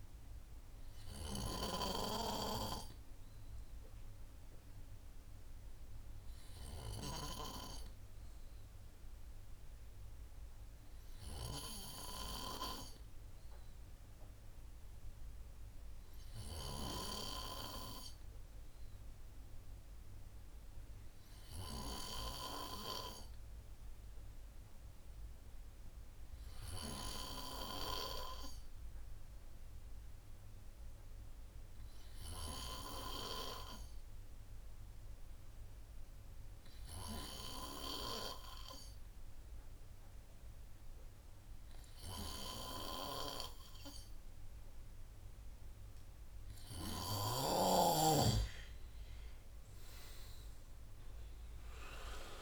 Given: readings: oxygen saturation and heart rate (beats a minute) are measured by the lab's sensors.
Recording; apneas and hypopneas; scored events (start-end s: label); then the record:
breathing in sleep by a room microphone; 1
29.50-46.00 s: hypopnea (oxygen 96% before, 91% lowest, heart rate 109 before, 63 extreme)
46.50-52.42 s: new sleep stage, awake
From the record:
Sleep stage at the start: N2 (light sleep); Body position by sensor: on the right side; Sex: male